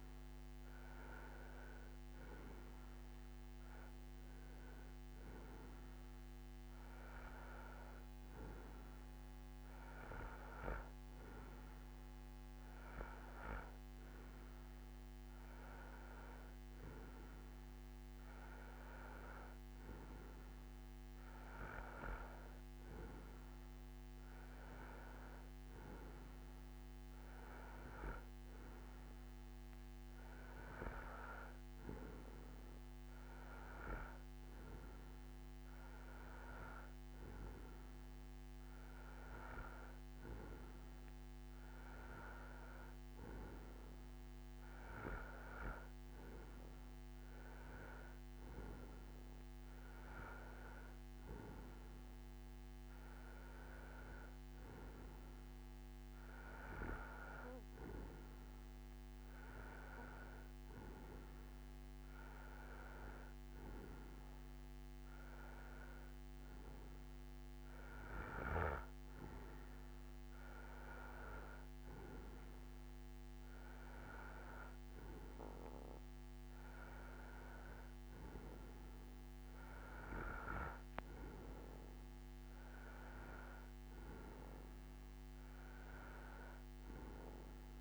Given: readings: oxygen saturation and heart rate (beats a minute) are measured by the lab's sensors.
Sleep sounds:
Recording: breathing in sleep by a microphone on the trachea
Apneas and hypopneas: none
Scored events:
none scored
From the record:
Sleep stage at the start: N2 (light sleep)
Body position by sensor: on the right side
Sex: male

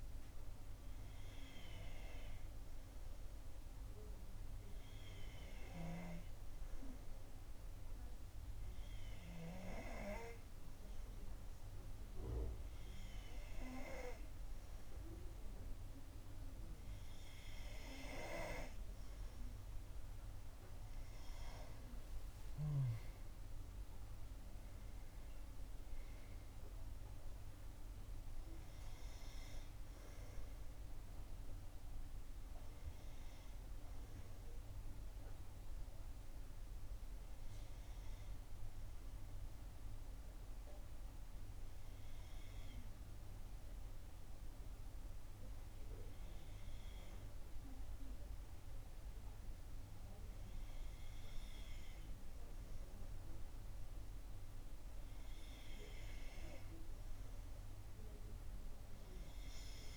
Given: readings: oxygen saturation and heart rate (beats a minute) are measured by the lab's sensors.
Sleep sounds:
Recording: breathing in sleep by a room microphone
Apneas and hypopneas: 1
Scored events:
22.50-24.50 s: long interval between heartbeats (device-marked, heart rate 64 before, 86 extreme)
22.50-26.50 s: tachycardia (device-marked, heart rate 64 before, 107 extreme)
23.00-27.50 s: arousal
24.50-26.50 s: long interval between heartbeats (device-marked, heart rate 66 before, 100 extreme)
28.00-30.00 s: long interval between heartbeats (device-marked, heart rate 73 before, 104 extreme)
41.00-54.50 s: hypopnea (oxygen 93% before, 91% lowest, heart rate 78 before, 56 extreme, up 6 after)
58.00-59.97 s: arousal
From the record:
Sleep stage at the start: N2 (light sleep)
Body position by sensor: on the back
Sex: female

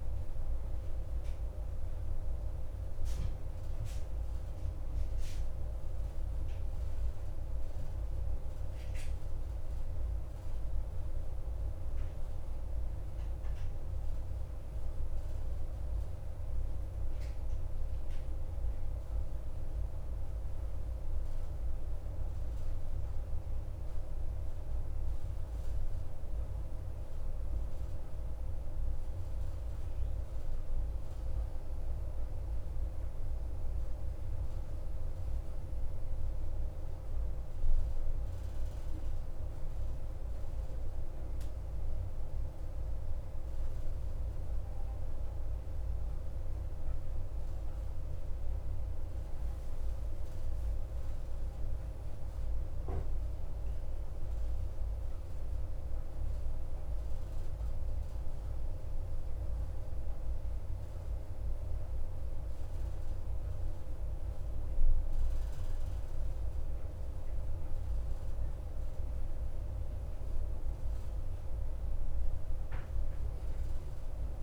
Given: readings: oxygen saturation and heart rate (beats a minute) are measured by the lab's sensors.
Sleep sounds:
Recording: breathing in sleep, hard to hear, by a room microphone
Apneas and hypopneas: 1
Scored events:
0.00-17.00 s: oxygen desaturation (device-marked, oxygen 90% lowest, heart rate 49 extreme)
12.00-17.00 s: arousal
20.50-34.50 s: hypopnea (oxygen 93% before, 91% lowest, heart rate 55 before, 51 extreme, up 3 after)
38.50-43.50 s: arousal
68.00-74.43 s: new sleep stage, N2 (light sleep)
From the record:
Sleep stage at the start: N1 (lightest sleep)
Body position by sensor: on the back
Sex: male

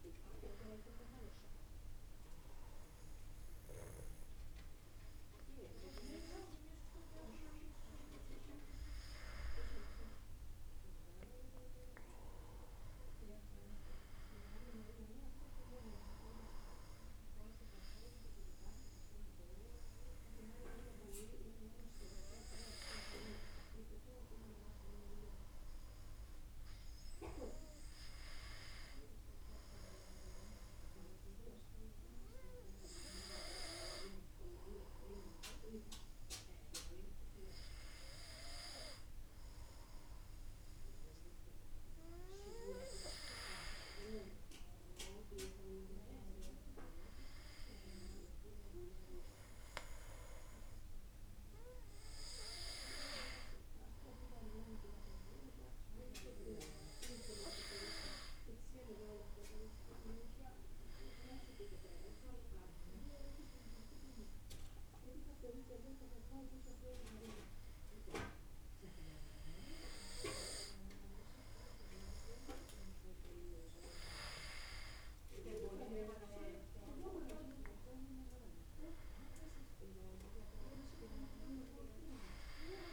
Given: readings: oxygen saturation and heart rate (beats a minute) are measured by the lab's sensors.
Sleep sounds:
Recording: breathing in sleep by a room microphone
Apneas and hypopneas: 1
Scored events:
23.50-82.93 s: new sleep stage, N2 (light sleep)
60.50-73.00 s: obstructive apnea (oxygen 95% before, 93% lowest)
74.50-78.50 s: arousal
From the record:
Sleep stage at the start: N1 (lightest sleep)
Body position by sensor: on the back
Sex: male

